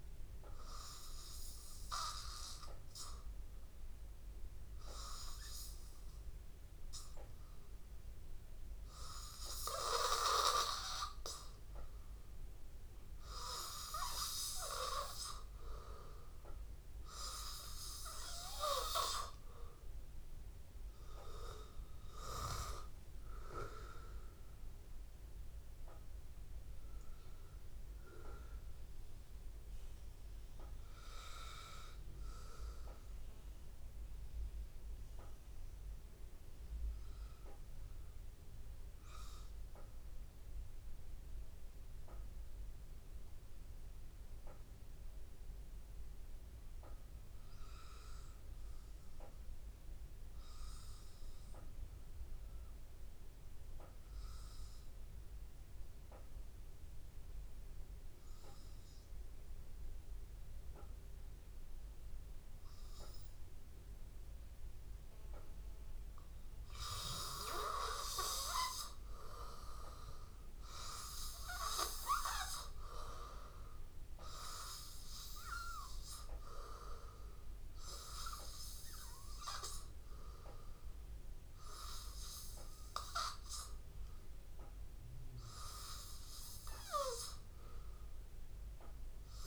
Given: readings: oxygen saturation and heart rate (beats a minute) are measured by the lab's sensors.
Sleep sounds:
breathing in sleep by a room microphone; 1
20.00-24.00 s: arousal
32.50-63.00 s: hypopnea (oxygen 96% before, 93% lowest, heart rate 84 before, 82 extreme, up 1 after)
57.00-89.47 s: oxygen desaturation (device-marked, oxygen 99% before, 93% lowest, heart rate 83 before, 82 extreme)
65.50-68.50 s: arousal
From the record:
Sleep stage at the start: N2 (light sleep); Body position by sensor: on the back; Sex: male

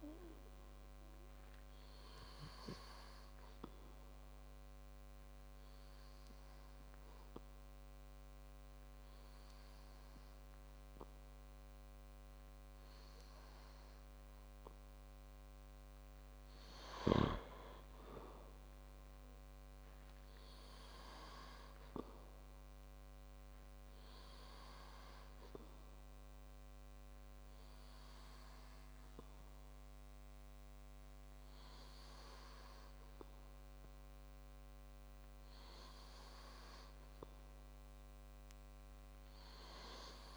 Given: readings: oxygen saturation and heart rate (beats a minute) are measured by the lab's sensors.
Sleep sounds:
breathing in sleep by a microphone on the trachea; 1
3.50-16.00 s: hypopnea (oxygen 97% before, 94% lowest, heart rate 166 before, 74 extreme, up 23 after)
18.00-21.50 s: arousal
From the record:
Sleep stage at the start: N2 (light sleep); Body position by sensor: on the back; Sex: male

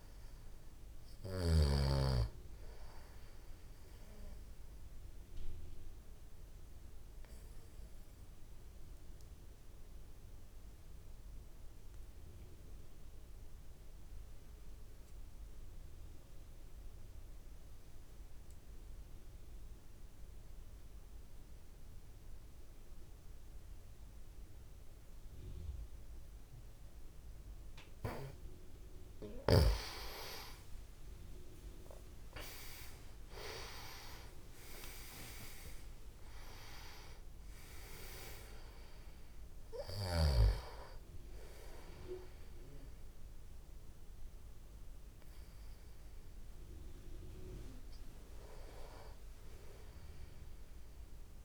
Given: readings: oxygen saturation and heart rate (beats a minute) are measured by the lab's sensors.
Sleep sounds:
breathing in sleep by a room microphone; 1
0.00-14.50 s: oxygen desaturation (device-marked, oxygen 90% lowest, heart rate 52 extreme)
4.00-27.50 s: obstructive apnea (oxygen 97% before, 89% lowest)
28.50-36.50 s: tachycardia (device-marked, heart rate 62 before, 158 extreme)
30.00-35.50 s: arousal
31.50-51.45 s: oxygen desaturation (device-marked, oxygen 98% before, 89% lowest)
From the record:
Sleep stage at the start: N2 (light sleep); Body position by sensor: on the back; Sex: male

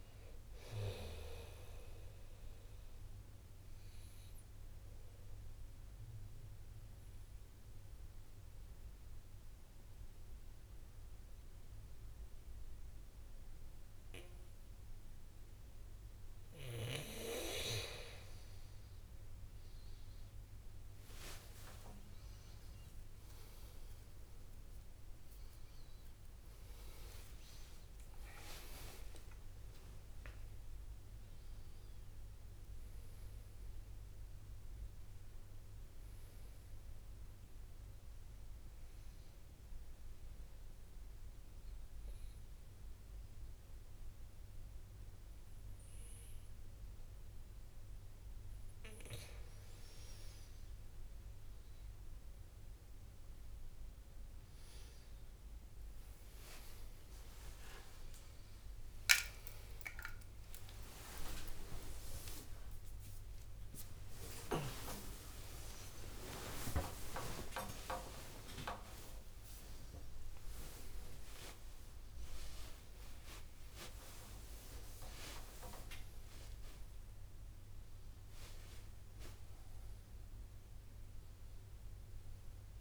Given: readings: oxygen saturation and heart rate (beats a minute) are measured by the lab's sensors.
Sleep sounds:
a person partly awake in a sleep study, by a room microphone; 2
0.00-20.50 s: oxygen desaturation (device-marked, oxygen 94% lowest, heart rate 56 extreme)
4.00-17.00 s: obstructive apnea (oxygen 99% before, 94% lowest, heart rate 62 before, 56 extreme, up 24 after)
22.00-24.00 s: long interval between heartbeats (device-marked, heart rate 59 before, 77 extreme)
22.50-28.50 s: arousal
27.50-29.50 s: long interval between heartbeats (device-marked, heart rate 64 before, 77 extreme)
37.50-50.00 s: mixed apnea (oxygen 100% before, 95% lowest, heart rate 75 before, 61 extreme, up 7 after)
57.50-78.50 s: oxygen desaturation (device-marked, oxygen 99% before, 95% lowest, heart rate 65 before, 61 extreme)
59.50-68.50 s: tachycardia (device-marked, heart rate 65 before, 190 extreme)
61.50-63.50 s: long interval between heartbeats (device-marked, heart rate 65 before, 90 extreme)
61.50-82.81 s: new sleep stage, awake
64.00-66.00 s: long interval between heartbeats (device-marked, heart rate 68 before, 134 extreme)
67.50-69.50 s: long interval between heartbeats (device-marked, heart rate 88 before, 175 extreme)
69.50-71.50 s: long interval between heartbeats (device-marked, heart rate 99 before, 159 extreme)
72.50-74.50 s: long interval between heartbeats (device-marked, heart rate 110 before, 67 extreme)
77.00-79.00 s: long interval between heartbeats (device-marked, heart rate 111 before, 77 extreme)
79.00-81.00 s: long interval between heartbeats (device-marked, heart rate 113 before, 98 extreme)
From the record:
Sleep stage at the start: N2 (light sleep); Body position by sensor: on the back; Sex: male

